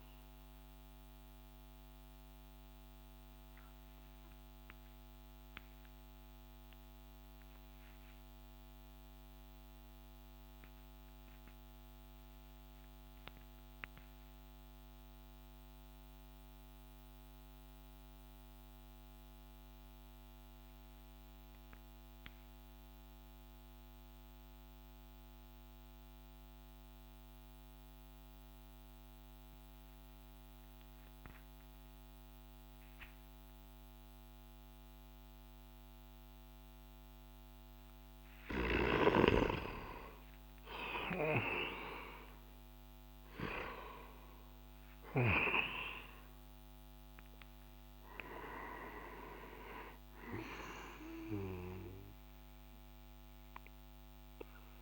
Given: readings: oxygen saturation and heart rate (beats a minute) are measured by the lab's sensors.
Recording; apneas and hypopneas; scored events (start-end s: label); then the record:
breathing in sleep by a microphone on the trachea; 1
0.00-13.00 s: oxygen desaturation (device-marked, oxygen 90% lowest)
1.00-37.00 s: mixed apnea (oxygen 96% before, 90% lowest)
39.50-45.00 s: arousal
From the record:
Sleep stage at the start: N2 (light sleep); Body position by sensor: on the back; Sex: male